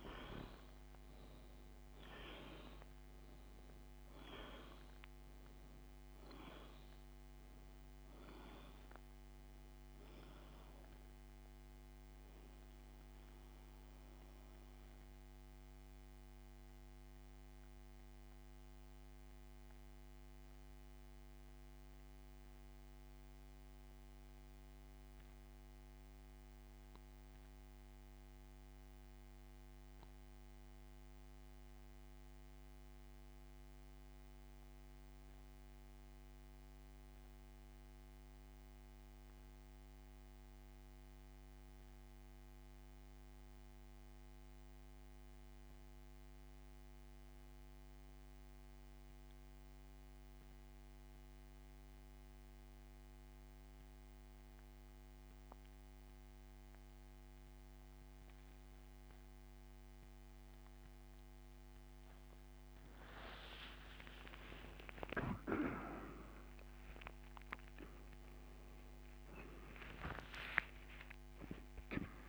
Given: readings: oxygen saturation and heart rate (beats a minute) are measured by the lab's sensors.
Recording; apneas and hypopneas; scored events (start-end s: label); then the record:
breathing in sleep by a microphone on the trachea; 1
0.00-16.00 s: oxygen desaturation (device-marked, oxygen 93% lowest, heart rate 46 extreme)
14.50-62.50 s: mixed apnea (oxygen 98% before, 81% lowest)
18.00-50.00 s: oxygen desaturation (device-marked, oxygen 95% before, 84% lowest, heart rate 69 before, 49 extreme)
65.00-69.50 s: arousal
From the record:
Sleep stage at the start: N2 (light sleep); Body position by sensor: on the back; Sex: male